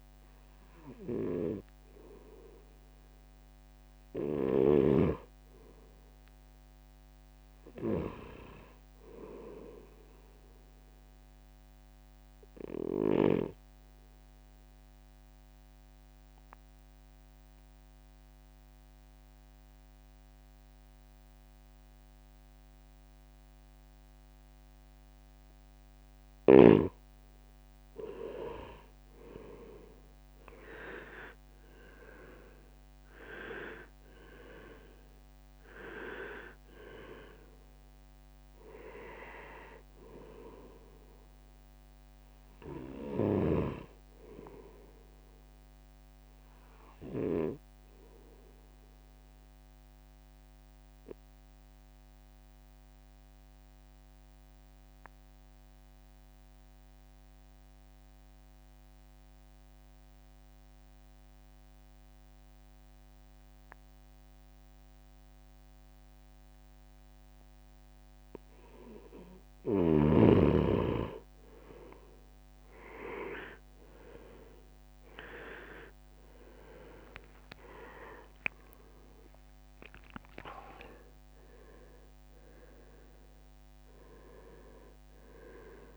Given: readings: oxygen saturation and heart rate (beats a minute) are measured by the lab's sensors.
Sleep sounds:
breathing in sleep by a microphone on the trachea; 2
0.00-2.00 s: drop in pulse transit time (device-marked, heart rate 70 extreme)
0.00-13.00 s: oxygen desaturation (device-marked, oxygen 94% lowest, heart rate 61 extreme)
14.00-25.50 s: obstructive apnea (oxygen 98% before, 92% lowest, heart rate 69 before, 61 extreme, up 13 after)
27.50-31.50 s: arousal
30.00-43.00 s: drop in pulse transit time (device-marked, heart rate 65 before, 69 extreme)
33.00-53.00 s: oxygen desaturation (device-marked, oxygen 97% before, 92% lowest, heart rate 65 before, 61 extreme)
49.00-68.00 s: obstructive apnea (oxygen 97% before, 92% lowest, heart rate 71 before, 61 extreme, up 9 after)
71.00-85.96 s: oxygen desaturation (device-marked, oxygen 98% before, 92% lowest, heart rate 64 before, 64 extreme)
72.00-85.96 s: drop in pulse transit time (device-marked, heart rate 64 before, 70 extreme)
76.00-79.50 s: arousal
From the record:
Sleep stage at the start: N2 (light sleep); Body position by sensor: on the right side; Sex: male

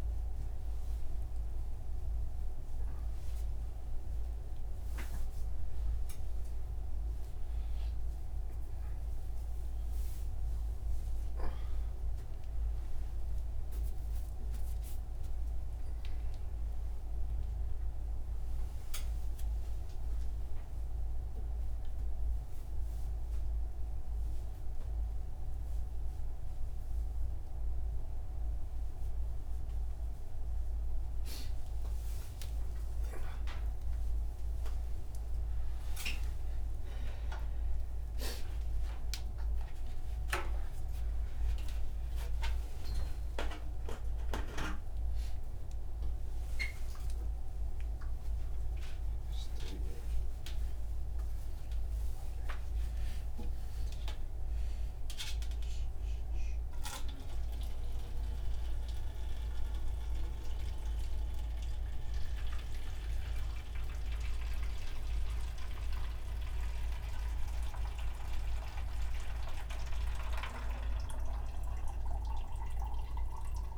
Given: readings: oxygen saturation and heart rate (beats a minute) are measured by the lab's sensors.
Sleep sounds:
a person awake in a sleep study, by a room microphone; none
none scored
From the record:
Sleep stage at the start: awake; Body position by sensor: on the front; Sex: male

